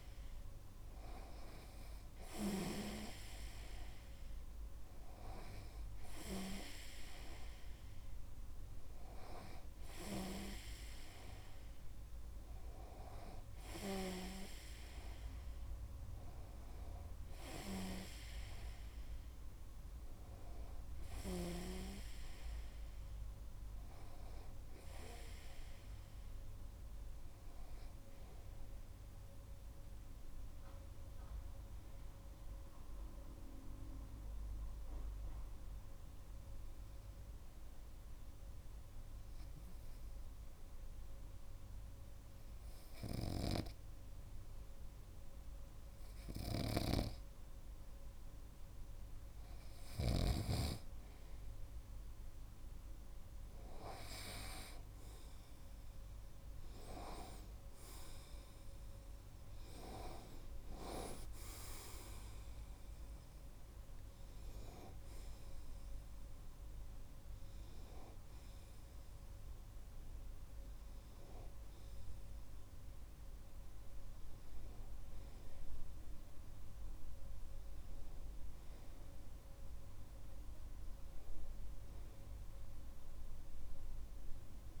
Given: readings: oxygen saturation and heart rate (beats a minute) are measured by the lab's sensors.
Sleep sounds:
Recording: breathing in sleep by a room microphone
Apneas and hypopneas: 1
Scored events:
34.00-49.00 s: obstructive apnea (oxygen 99% before, 95% lowest)
43.50-50.50 s: snoring (device-marked)
53.50-59.00 s: arousal
From the record:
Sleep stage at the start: REM sleep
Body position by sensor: on the right side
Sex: male

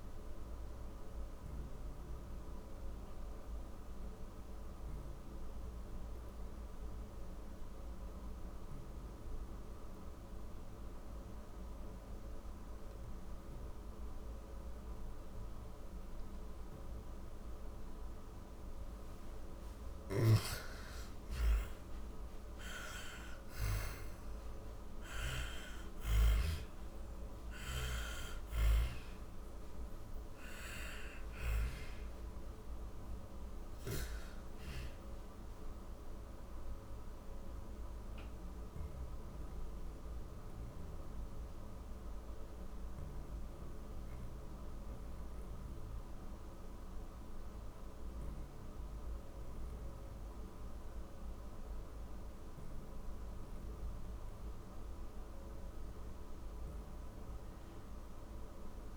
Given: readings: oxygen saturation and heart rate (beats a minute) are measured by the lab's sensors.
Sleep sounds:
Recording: breathing in sleep by a room microphone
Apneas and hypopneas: 2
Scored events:
3.00-18.00 s: hypopnea (oxygen 99% before, 89% lowest, heart rate 64 before, 46 extreme, up 13 after)
11.50-44.50 s: oxygen desaturation (device-marked, oxygen 99% before, 89% lowest, heart rate 56 before, 44 extreme)
18.00-24.50 s: snoring (device-marked)
19.50-24.50 s: arousal
31.00-47.00 s: hypopnea (oxygen 99% before, 89% lowest, heart rate 60 before, 44 extreme, up 10 after)
49.50-54.50 s: arousal
From the record:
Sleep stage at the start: N2 (light sleep)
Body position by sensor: on the back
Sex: female

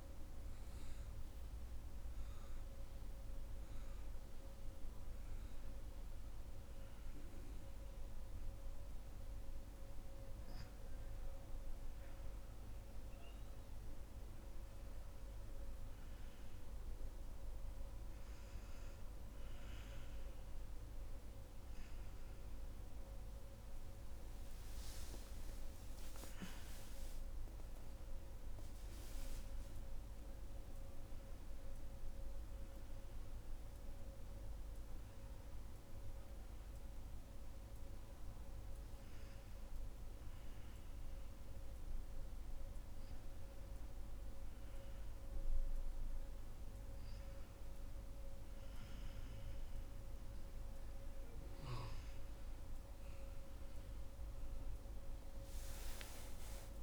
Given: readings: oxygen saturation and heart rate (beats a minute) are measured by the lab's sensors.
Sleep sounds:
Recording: breathing in sleep, hard to hear, by a room microphone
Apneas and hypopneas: none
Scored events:
23.50-27.50 s: arousal
43.00-56.83 s: new sleep stage, N2 (light sleep)
55.00-56.83 s: arousal
From the record:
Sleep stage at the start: N1 (lightest sleep)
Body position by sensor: on the right side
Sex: female

